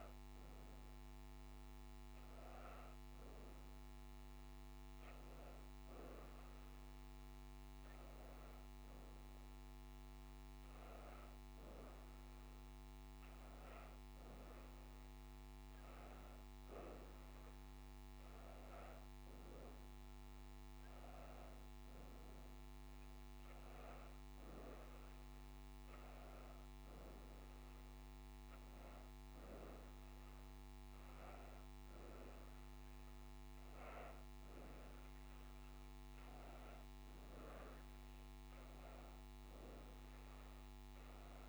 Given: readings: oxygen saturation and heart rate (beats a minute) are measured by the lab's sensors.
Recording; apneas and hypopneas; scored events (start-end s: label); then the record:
breathing in sleep, hard to hear, by a microphone on the trachea; none
4.00-34.00 s: new sleep stage, N2 (light sleep)
4.00-35.00 s: oxygen desaturation (device-marked, oxygen 96% before, 91% lowest, heart rate 83 before, 82 extreme)
34.00-41.49 s: new sleep stage, N1 (lightest sleep)
From the record:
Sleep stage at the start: N1 (lightest sleep); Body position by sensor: on the back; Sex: female